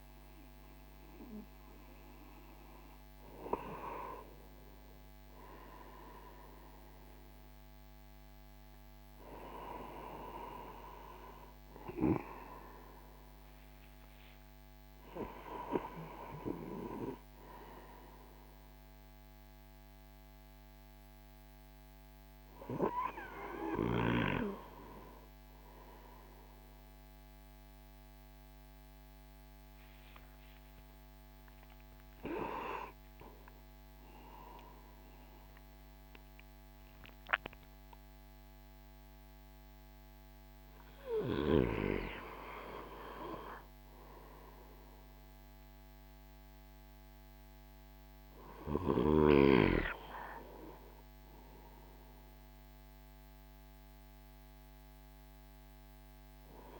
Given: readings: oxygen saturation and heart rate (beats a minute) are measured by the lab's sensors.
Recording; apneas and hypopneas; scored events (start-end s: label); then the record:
breathing in sleep by a microphone on the trachea; none
4.00-8.50 s: arousal
29.00-35.00 s: arousal
From the record:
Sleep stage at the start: N2 (light sleep); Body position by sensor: on the right side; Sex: male